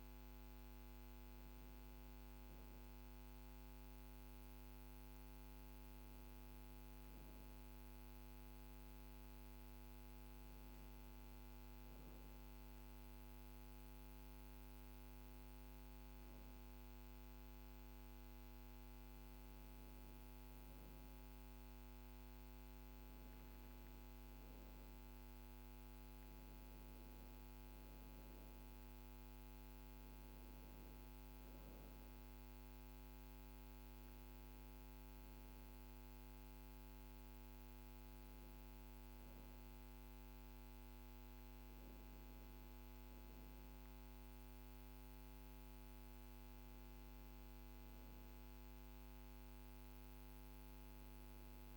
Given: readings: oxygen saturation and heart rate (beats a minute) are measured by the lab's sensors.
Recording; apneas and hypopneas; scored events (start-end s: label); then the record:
breathing in sleep, hard to hear, by a microphone on the trachea; none
none scored
From the record:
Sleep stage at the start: N1 (lightest sleep); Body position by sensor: on the back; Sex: female